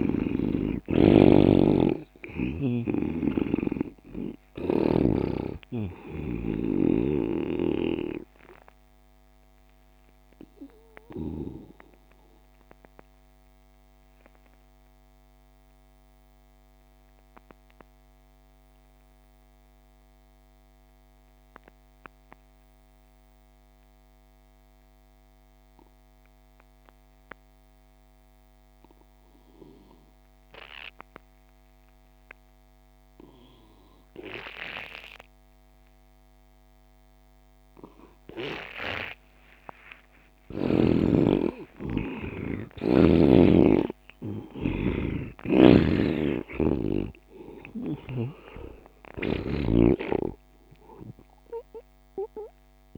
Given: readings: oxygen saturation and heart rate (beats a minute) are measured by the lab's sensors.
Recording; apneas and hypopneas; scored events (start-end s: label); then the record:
breathing in sleep by a microphone on the trachea; 1
0.00-17.50 s: oxygen desaturation (device-marked, oxygen 89% lowest)
9.00-39.50 s: obstructive apnea (oxygen 98% before, 84% lowest)
34.50-52.98 s: oxygen desaturation (device-marked, oxygen 99% before, 84% lowest)
40.50-45.00 s: arousal
46.00-52.98 s: snoring (device-marked)
From the record:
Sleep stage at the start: N2 (light sleep); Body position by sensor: on the right side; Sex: male